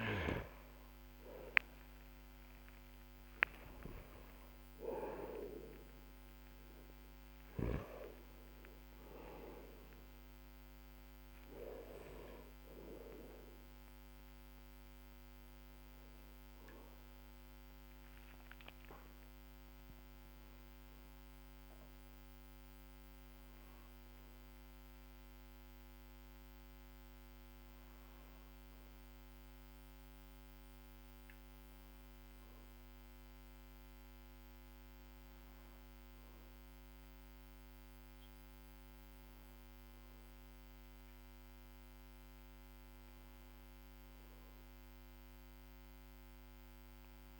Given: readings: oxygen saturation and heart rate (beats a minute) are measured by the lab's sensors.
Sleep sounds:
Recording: a person awake in a sleep study, by a microphone on the trachea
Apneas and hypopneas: none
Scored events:
0.00-39.50 s: oxygen desaturation (device-marked, oxygen 91% lowest, heart rate 45 extreme)
13.50-43.50 s: new sleep stage, awake
43.50-47.40 s: new sleep stage, N1 (lightest sleep)
From the record:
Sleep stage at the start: N2 (light sleep)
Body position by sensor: on the back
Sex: male

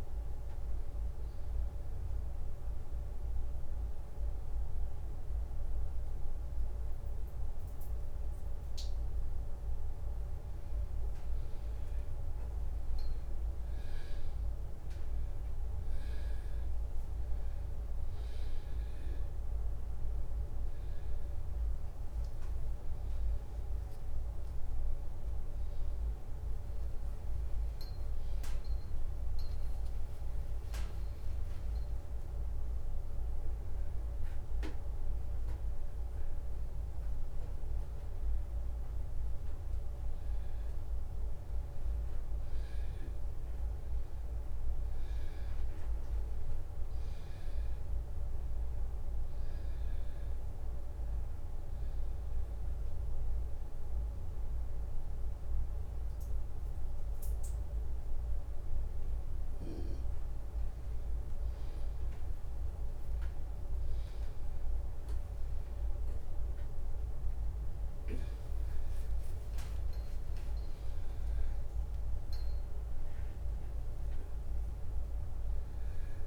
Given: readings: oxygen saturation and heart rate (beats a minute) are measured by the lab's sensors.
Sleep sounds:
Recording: a person awake in a sleep study, hard to hear, by a room microphone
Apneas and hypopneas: none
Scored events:
25.50-32.50 s: oxygen desaturation (device-marked, oxygen 97% before, 94% lowest, heart rate 129 before, 79 extreme)
From the record:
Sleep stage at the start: awake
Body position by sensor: upright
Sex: male

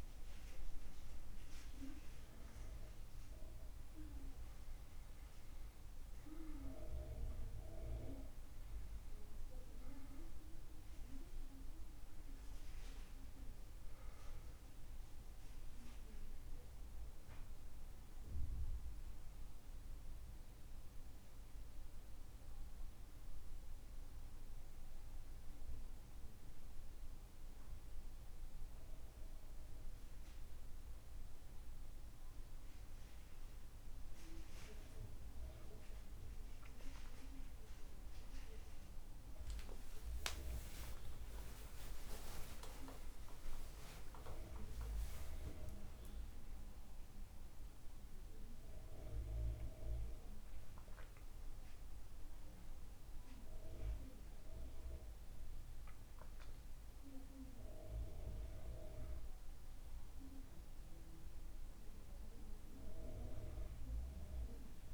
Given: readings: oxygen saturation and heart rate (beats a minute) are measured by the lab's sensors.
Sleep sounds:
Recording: a person partly awake in a sleep study, by a room microphone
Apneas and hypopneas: none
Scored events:
34.50-64.50 s: new sleep stage, awake
64.50-64.94 s: new sleep stage, N1 (lightest sleep)
From the record:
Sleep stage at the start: N2 (light sleep)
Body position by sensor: on the back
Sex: male

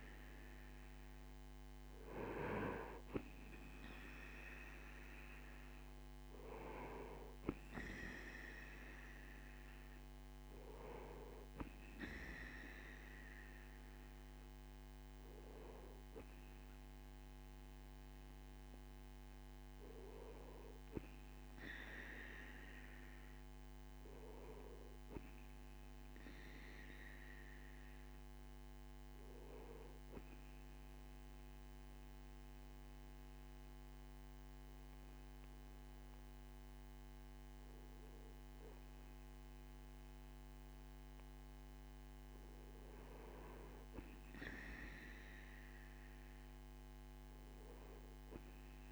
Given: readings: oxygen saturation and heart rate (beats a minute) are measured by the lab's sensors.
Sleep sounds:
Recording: breathing in sleep by a microphone on the trachea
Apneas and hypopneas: 1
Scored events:
31.50-43.00 s: hypopnea (oxygen 97% before, 95% lowest, heart rate 69 before, 65 extreme, up 4 after)
45.50-48.92 s: arousal
From the record:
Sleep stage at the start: N2 (light sleep)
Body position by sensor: on the right side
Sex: male

